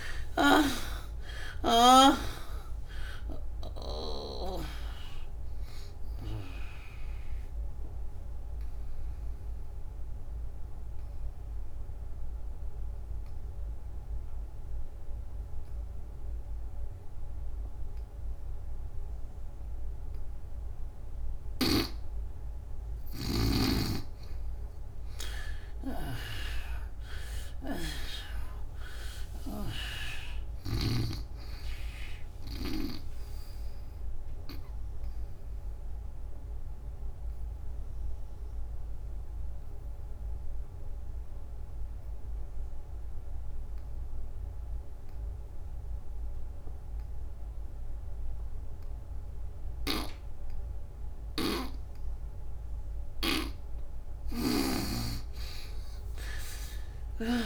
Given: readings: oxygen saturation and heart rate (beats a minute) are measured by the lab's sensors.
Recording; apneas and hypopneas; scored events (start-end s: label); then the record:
breathing in sleep by a room microphone; 2
0.00-4.50 s: snoring (device-marked)
0.00-17.50 s: oxygen desaturation (device-marked, oxygen 75% lowest, heart rate 66 extreme)
6.00-22.00 s: obstructive apnea (oxygen 99% before, 75% lowest, heart rate 82 before, 66 extreme, up 19 after)
22.50-29.50 s: snoring (device-marked)
25.00-29.00 s: arousal
33.50-40.50 s: oxygen desaturation (device-marked, oxygen 98% before, 81% lowest, heart rate 74 before, 64 extreme)
33.50-52.00 s: obstructive apnea (oxygen 98% before, 75% lowest, heart rate 74 before, 64 extreme, up 39 after)
55.00-57.46 s: arousal
From the record:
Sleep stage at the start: N2 (light sleep); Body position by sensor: on the back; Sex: female